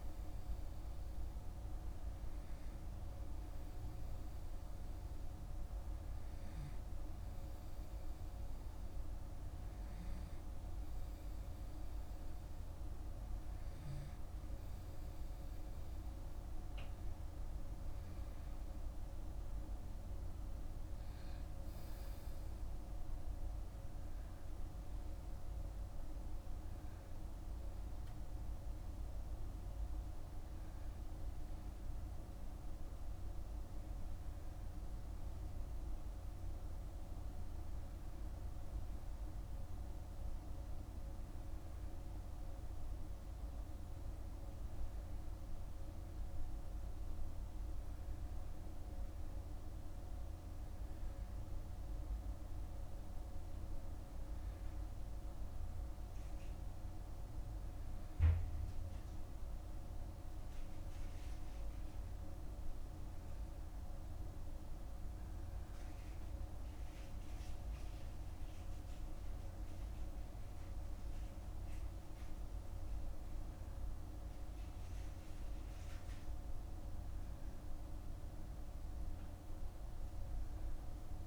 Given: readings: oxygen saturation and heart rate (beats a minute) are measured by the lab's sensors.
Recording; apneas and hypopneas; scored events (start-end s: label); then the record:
breathing in sleep, hard to hear, by a room microphone; none
none scored
From the record:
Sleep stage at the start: N2 (light sleep); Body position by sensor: on the back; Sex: male